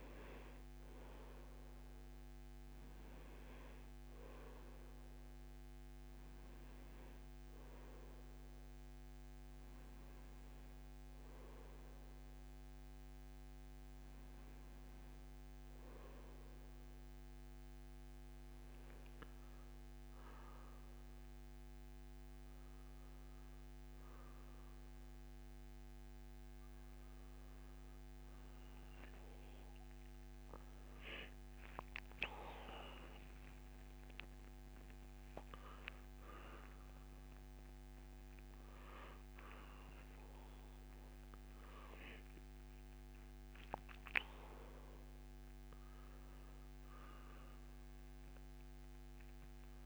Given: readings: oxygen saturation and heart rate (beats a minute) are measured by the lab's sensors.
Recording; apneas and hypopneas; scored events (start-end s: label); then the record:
a person partly awake in a sleep study, hard to hear, by a microphone on the trachea; none
36.00-49.86 s: new sleep stage, awake
From the record:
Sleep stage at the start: N1 (lightest sleep); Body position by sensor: on the back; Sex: male